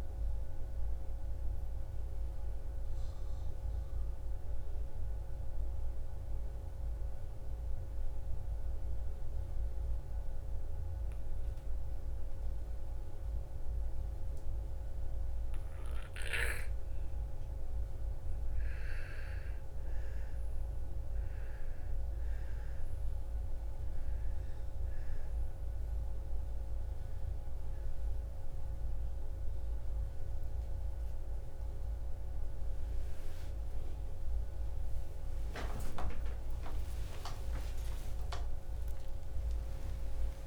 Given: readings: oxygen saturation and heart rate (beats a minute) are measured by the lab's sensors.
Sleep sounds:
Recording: breathing in sleep by a room microphone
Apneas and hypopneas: 1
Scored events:
5.00-17.50 s: obstructive apnea (oxygen 98% before, 87% lowest, heart rate 60 before, 55 extreme, up 13 after)
20.00-38.00 s: oxygen desaturation (device-marked, oxygen 98% before, 87% lowest, heart rate 58 before, 59 extreme)
34.00-40.47 s: new sleep stage, awake
From the record:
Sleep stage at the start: REM sleep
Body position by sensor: on the back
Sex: female

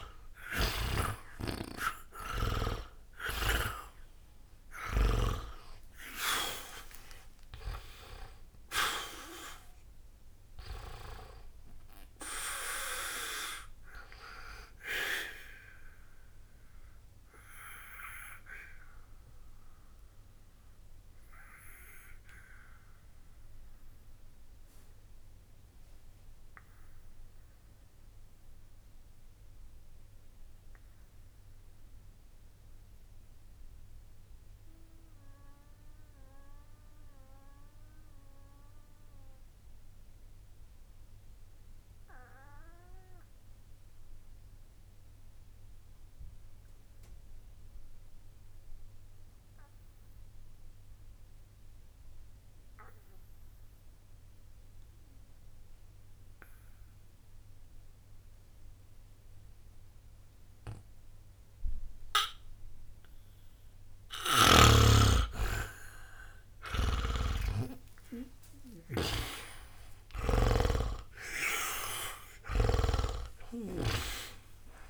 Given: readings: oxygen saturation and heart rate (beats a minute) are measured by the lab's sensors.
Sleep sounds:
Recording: breathing in sleep by a room microphone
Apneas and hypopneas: 1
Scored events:
0.00-1.00 s: arousal
0.00-42.50 s: oxygen desaturation (device-marked, oxygen 79% lowest, heart rate 59 extreme)
18.50-64.00 s: obstructive apnea (oxygen 95% before, 76% lowest, heart rate 63 before, 59 extreme, up 39 after)
59.50-74.90 s: oxygen desaturation (device-marked, oxygen 99% before, 76% lowest, heart rate 60 before, 60 extreme)
64.00-74.90 s: snoring (device-marked)
66.00-71.50 s: arousal
From the record:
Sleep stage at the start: N2 (light sleep)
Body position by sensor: on the back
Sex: male

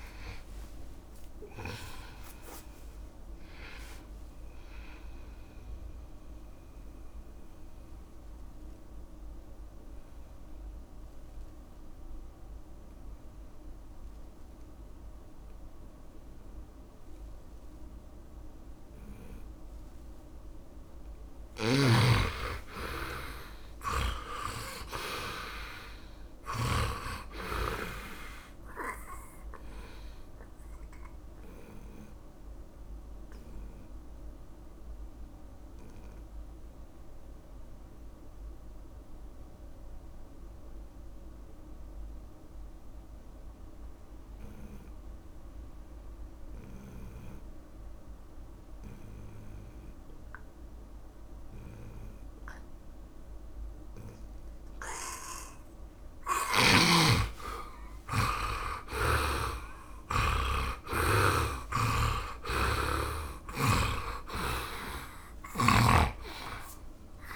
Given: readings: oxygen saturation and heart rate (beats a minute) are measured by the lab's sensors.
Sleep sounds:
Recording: breathing in sleep by a room microphone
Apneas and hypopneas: 2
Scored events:
0.00-4.00 s: oxygen desaturation (device-marked, oxygen 80% lowest)
8.00-21.50 s: obstructive apnea (oxygen 99% before, 78% lowest)
10.00-20.00 s: oxygen desaturation (device-marked, oxygen 85% before, 78% lowest)
22.00-27.50 s: snoring (device-marked)
23.00-27.00 s: arousal
32.00-51.00 s: oxygen desaturation (device-marked, oxygen 100% before, 83% lowest)
32.00-55.50 s: obstructive apnea (oxygen 100% before, 83% lowest)
58.00-63.00 s: arousal
58.00-67.36 s: oxygen desaturation (device-marked, oxygen 100% before, 84% lowest)
From the record:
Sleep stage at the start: N2 (light sleep)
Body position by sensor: on the right side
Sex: male

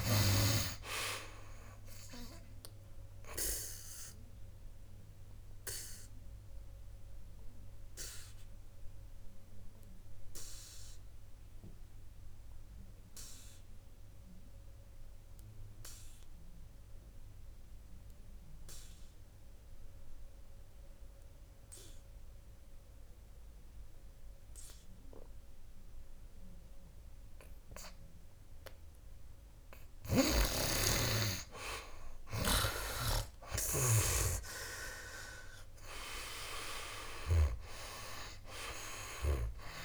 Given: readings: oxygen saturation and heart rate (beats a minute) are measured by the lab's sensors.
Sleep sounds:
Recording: breathing in sleep by a room microphone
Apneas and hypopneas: 1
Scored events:
2.00-27.00 s: oxygen desaturation (device-marked, oxygen 96% before, 73% lowest, heart rate 64 before, 59 extreme)
4.50-29.00 s: obstructive apnea (oxygen 97% before, 73% lowest, heart rate 65 before, 59 extreme, up 13 after)
30.50-34.50 s: snoring (device-marked)
32.00-39.85 s: oxygen desaturation (device-marked, oxygen 96% before, 88% lowest, heart rate 64 before, 62 extreme)
33.00-37.50 s: arousal
From the record:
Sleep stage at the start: N2 (light sleep)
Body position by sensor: on the back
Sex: male

